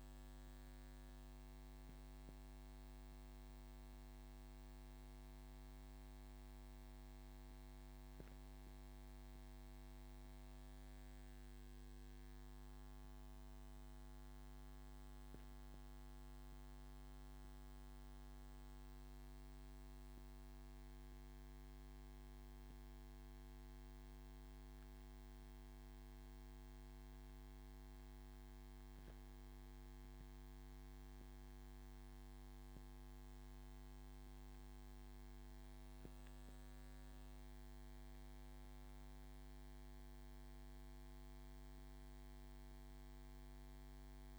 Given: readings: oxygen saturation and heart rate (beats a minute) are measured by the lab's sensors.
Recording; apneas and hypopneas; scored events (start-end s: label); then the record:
a person awake in a sleep study, hard to hear, by a microphone on the trachea; none
none scored
From the record:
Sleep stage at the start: awake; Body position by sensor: on the back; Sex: male